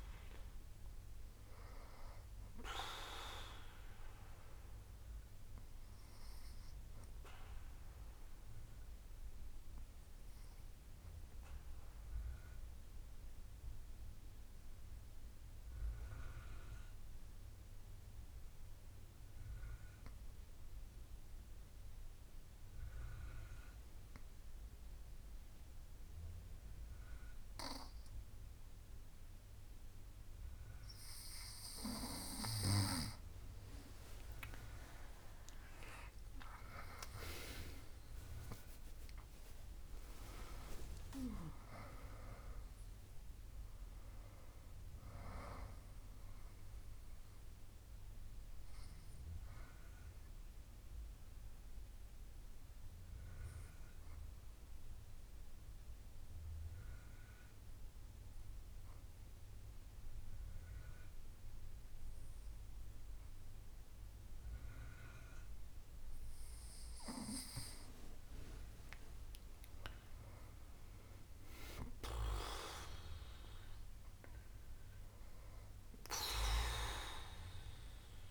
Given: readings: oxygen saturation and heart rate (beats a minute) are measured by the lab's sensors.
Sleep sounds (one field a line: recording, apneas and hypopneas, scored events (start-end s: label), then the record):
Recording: breathing in sleep by a room microphone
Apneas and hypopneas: 2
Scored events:
10.00-32.00 s: obstructive apnea (oxygen 99% before, 95% lowest, heart rate 69 before, 65 extreme, up 35 after)
35.50-40.00 s: arousal
50.50-67.50 s: obstructive apnea (oxygen 98% before, 95% lowest, heart rate 82 before, 65 extreme, up 5 after)
69.50-73.00 s: arousal
From the record:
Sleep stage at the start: N2 (light sleep)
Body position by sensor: on the back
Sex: female